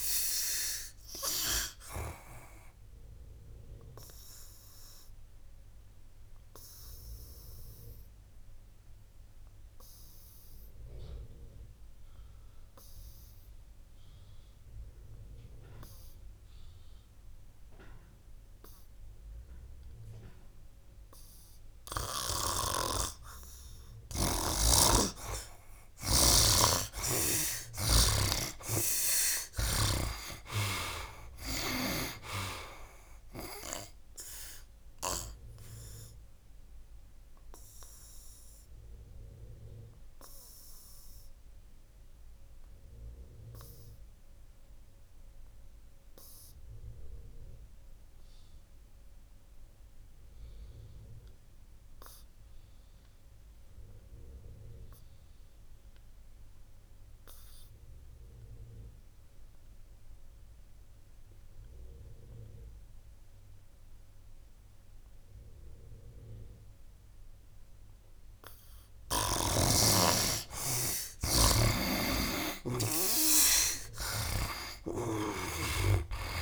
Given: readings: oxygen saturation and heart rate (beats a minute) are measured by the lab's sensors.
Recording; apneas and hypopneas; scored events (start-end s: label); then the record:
breathing in sleep by a room microphone; 2
0.00-23.50 s: oxygen desaturation (device-marked, oxygen 69% lowest, heart rate 61 extreme)
3.50-24.50 s: obstructive apnea (oxygen 97% before, 69% lowest, heart rate 75 before, 61 extreme, up 19 after)
26.00-29.00 s: arousal
26.50-35.00 s: snoring (device-marked)
32.50-54.50 s: oxygen desaturation (device-marked, oxygen 97% before, 75% lowest, heart rate 66 before, 62 extreme)
35.50-68.00 s: obstructive apnea (oxygen 97% before, 69% lowest, heart rate 69 before, 62 extreme, up 14 after)
61.50-76.42 s: oxygen desaturation (device-marked, oxygen 97% before, 69% lowest, heart rate 64 before, 63 extreme)
72.00-76.42 s: arousal
From the record:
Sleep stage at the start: N2 (light sleep); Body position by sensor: on the back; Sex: male